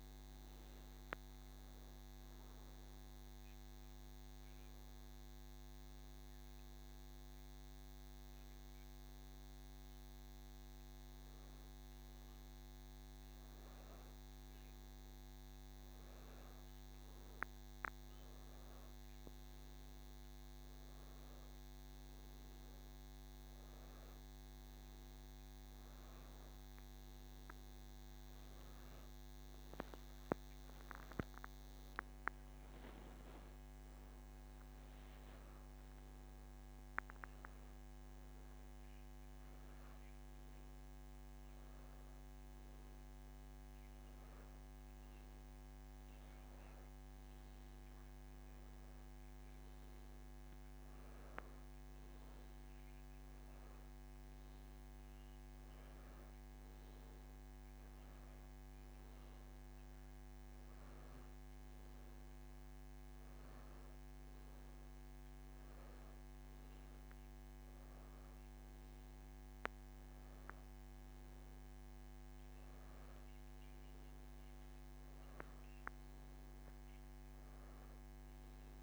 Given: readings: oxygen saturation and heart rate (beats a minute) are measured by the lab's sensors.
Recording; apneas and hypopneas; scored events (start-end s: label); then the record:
breathing in sleep, hard to hear, by a microphone on the trachea; 1
2.50-13.50 s: hypopnea (oxygen 96% before, 92% lowest, heart rate 98 before, 83 extreme, up 4 after)
3.00-14.00 s: oxygen desaturation (device-marked, oxygen 97% before, 92% lowest, heart rate 102 before, 83 extreme)
16.00-20.00 s: arousal
22.00-31.00 s: oxygen desaturation (device-marked, oxygen 97% before, 93% lowest, heart rate 96 before, 87 extreme)
From the record:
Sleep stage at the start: N2 (light sleep); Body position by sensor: on the back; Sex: male